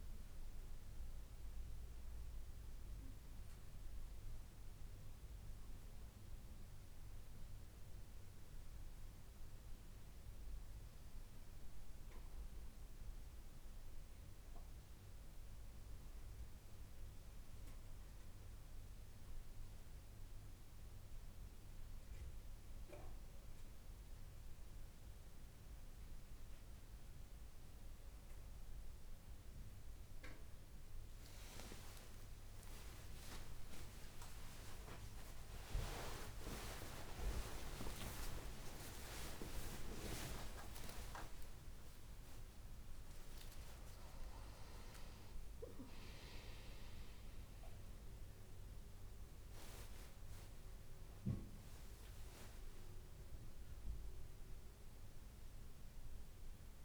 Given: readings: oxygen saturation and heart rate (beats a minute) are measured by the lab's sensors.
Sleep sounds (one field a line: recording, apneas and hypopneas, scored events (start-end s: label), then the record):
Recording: a person awake in a sleep study, by a room microphone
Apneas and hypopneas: 1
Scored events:
3.50-16.00 s: hypopnea (oxygen 99% before, 94% lowest, heart rate 71 before, 70 extreme, up 0 after)
24.50-56.85 s: new sleep stage, awake
41.50-45.50 s: oxygen desaturation (device-marked, oxygen 98% before, 94% lowest)
From the record:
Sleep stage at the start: N1 (lightest sleep)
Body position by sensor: on the back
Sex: female